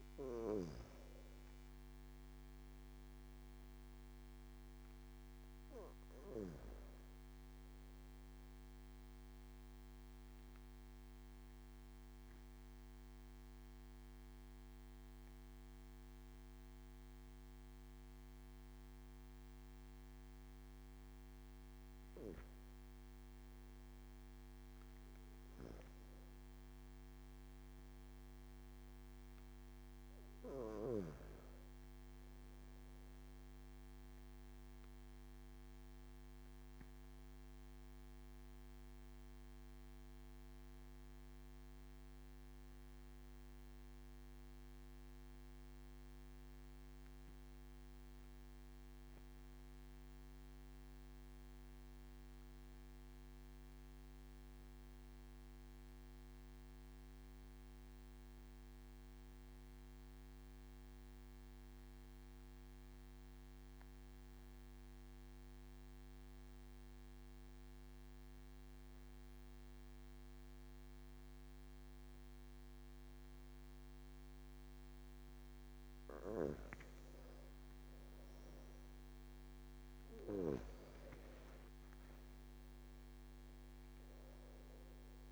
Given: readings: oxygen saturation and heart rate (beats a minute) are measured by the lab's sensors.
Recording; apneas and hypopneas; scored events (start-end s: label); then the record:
breathing in sleep, hard to hear, by a microphone on the trachea; 2
9.00-22.00 s: obstructive apnea (oxygen 98% before, 91% lowest)
23.50-27.50 s: arousal
34.50-74.50 s: obstructive apnea (oxygen 97% before, 89% lowest)
59.50-85.32 s: oxygen desaturation (device-marked, oxygen 97% before, 89% lowest)
75.50-79.50 s: arousal
From the record:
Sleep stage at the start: N1 (lightest sleep); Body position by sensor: on the back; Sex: male